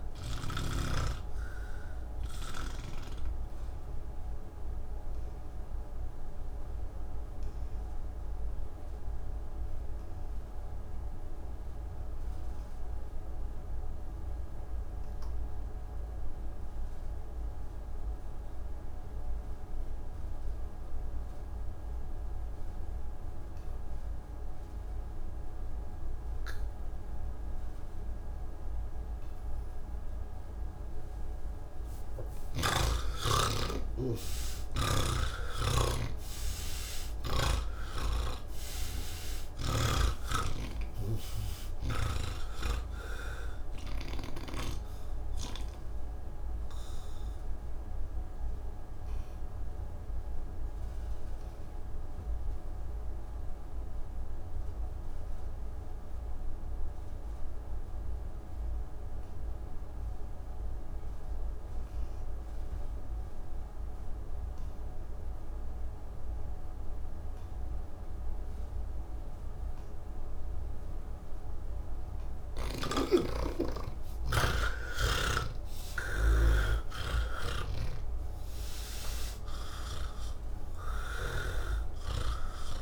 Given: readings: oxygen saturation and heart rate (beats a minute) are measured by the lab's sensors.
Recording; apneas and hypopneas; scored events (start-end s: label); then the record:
breathing in sleep by a room microphone; 2
0.00-13.00 s: oxygen desaturation (device-marked, oxygen 82% lowest, heart rate 92 extreme)
1.00-29.00 s: obstructive apnea (oxygen 98% before, 78% lowest, heart rate 118 before, 49 extreme, up 34 after)
26.00-63.00 s: oxygen desaturation (device-marked, oxygen 98% before, 78% lowest, heart rate 119 before, 37 extreme)
35.00-42.00 s: snoring (device-marked)
45.50-71.50 s: obstructive apnea (oxygen 98% before, 78% lowest, heart rate 101 before, 37 extreme)
68.00-82.82 s: oxygen desaturation (device-marked, oxygen 97% before, 80% lowest, heart rate 118 before, 29 extreme)
77.00-82.82 s: new sleep stage, N1 (lightest sleep)
77.50-82.82 s: snoring (device-marked)
From the record:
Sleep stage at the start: N3 (deep sleep); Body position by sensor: on the back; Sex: male